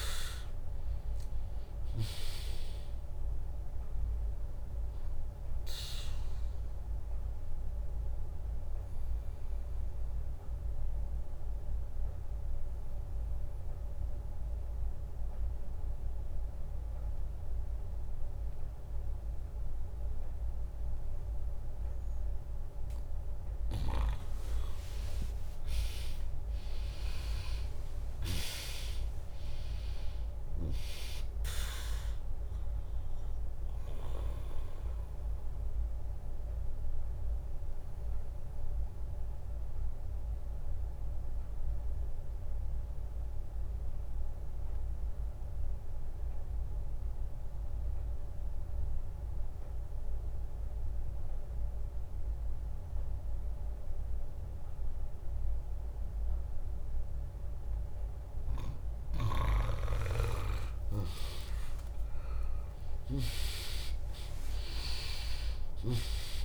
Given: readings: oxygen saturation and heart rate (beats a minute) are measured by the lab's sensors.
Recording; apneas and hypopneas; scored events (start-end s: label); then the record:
breathing in sleep by a room microphone; 2
0.00-11.00 s: drop in pulse transit time (device-marked, heart rate 63 extreme)
5.50-21.50 s: obstructive apnea (oxygen 100% before, 96% lowest, heart rate 65 before, 60 extreme)
24.50-28.50 s: arousal
27.00-39.00 s: drop in pulse transit time (device-marked, heart rate 76 before, 62 extreme)
35.50-57.00 s: obstructive apnea (oxygen 100% before, 95% lowest, heart rate 73 before, 58 extreme, up 5 after)
50.00-53.00 s: bradycardia (device-marked, heart rate 74 before, 60 extreme)
60.00-65.00 s: arousal
63.00-66.44 s: oxygen desaturation (device-marked, oxygen 100% before, 95% lowest, heart rate 67 before, 60 extreme)
64.00-66.44 s: drop in pulse transit time (device-marked, heart rate 66 before, 63 extreme)
From the record:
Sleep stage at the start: N2 (light sleep); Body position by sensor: on the back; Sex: female